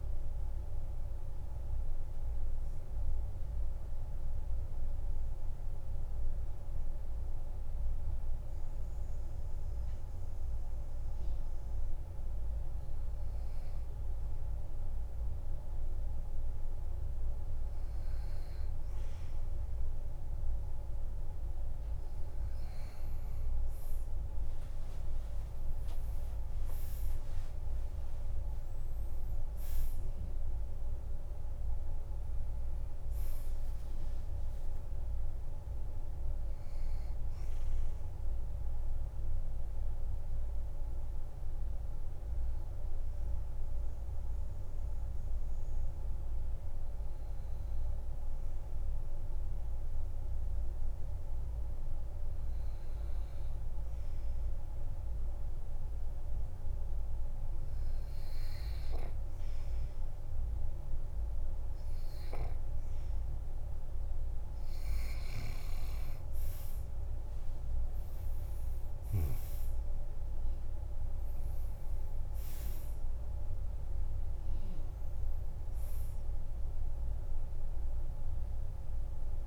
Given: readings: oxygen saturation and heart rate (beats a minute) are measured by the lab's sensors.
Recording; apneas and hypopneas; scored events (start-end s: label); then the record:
breathing in sleep, hard to hear, by a room microphone; 2
0.00-13.00 s: oxygen desaturation (device-marked, oxygen 95% lowest, heart rate 47 extreme)
3.50-16.00 s: hypopnea (oxygen 99% before, 93% lowest, heart rate 86 before, 47 extreme, up 6 after)
24.00-29.00 s: tachycardia (device-marked, heart rate 66 before, 106 extreme)
24.50-29.00 s: arousal
27.50-29.50 s: long interval between heartbeats (device-marked, heart rate 52 before, 101 extreme)
38.00-53.00 s: obstructive apnea (oxygen 99% before, 93% lowest, heart rate 70 before, 47 extreme, up 6 after)
55.00-57.50 s: arousal
62.00-79.47 s: oxygen desaturation (device-marked, oxygen 98% before, 93% lowest, heart rate 50 before, 47 extreme)
From the record:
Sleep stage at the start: N2 (light sleep); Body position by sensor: on the back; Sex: male